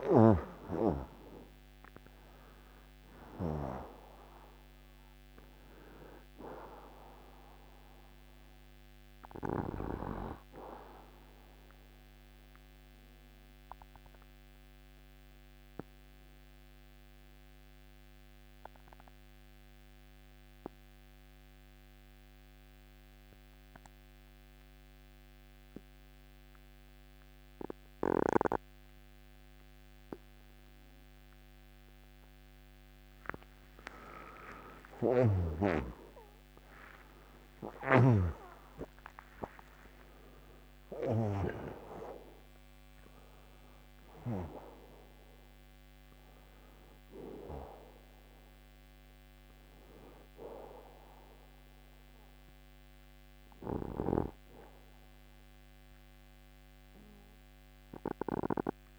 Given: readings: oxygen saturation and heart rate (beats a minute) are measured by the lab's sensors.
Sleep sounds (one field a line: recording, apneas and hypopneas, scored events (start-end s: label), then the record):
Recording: breathing in sleep by a microphone on the trachea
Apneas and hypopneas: 1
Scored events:
7.00-25.00 s: oxygen desaturation (device-marked, oxygen 97% before, 91% lowest)
14.50-32.00 s: obstructive apnea (oxygen 98% before, 91% lowest)
34.00-40.00 s: oxygen desaturation (device-marked, oxygen 96% before, 91% lowest)
34.50-39.00 s: arousal
53.00-58.99 s: oxygen desaturation (device-marked, oxygen 95% before, 92% lowest)
From the record:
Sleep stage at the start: N2 (light sleep)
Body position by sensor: on the left side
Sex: male